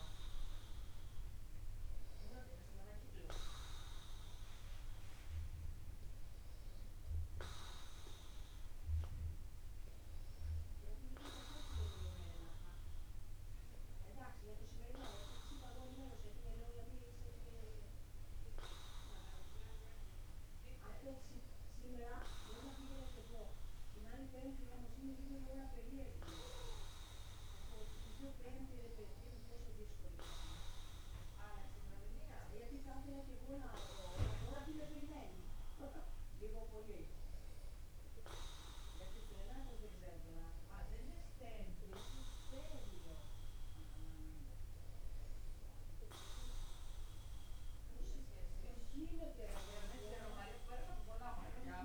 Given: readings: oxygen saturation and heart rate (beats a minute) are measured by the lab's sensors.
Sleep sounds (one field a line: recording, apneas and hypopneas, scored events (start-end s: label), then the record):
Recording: breathing in sleep by a room microphone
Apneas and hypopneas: none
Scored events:
3.50-5.50 s: long interval between heartbeats (device-marked, heart rate 47 before, 50 extreme)
10.50-12.50 s: long interval between heartbeats (device-marked, heart rate 47 before, 42 extreme)
15.50-17.50 s: long interval between heartbeats (device-marked, heart rate 45 before, 29 extreme)
19.00-21.00 s: long interval between heartbeats (device-marked, heart rate 41 before, 29 extreme)
26.00-28.00 s: long interval between heartbeats (device-marked, heart rate 39 before, 51 extreme)
45.00-47.00 s: long interval between heartbeats (device-marked)
49.50-51.50 s: long interval between heartbeats (device-marked)
From the record:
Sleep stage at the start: N2 (light sleep)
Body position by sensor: upright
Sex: male